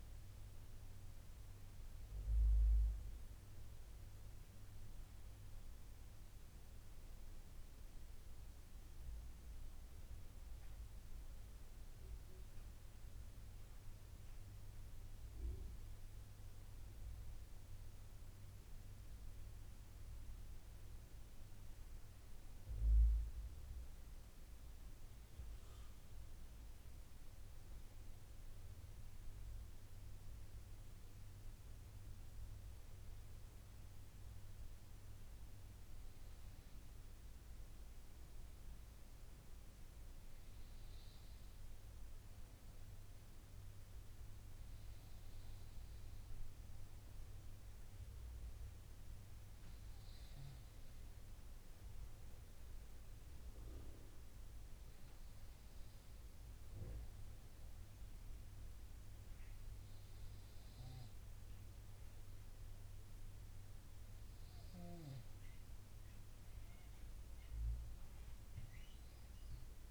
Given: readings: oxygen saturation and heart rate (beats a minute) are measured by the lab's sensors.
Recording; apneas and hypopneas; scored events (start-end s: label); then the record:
breathing in sleep, hard to hear, by a room microphone; none
none scored
From the record:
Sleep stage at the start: N2 (light sleep); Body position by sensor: on the front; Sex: male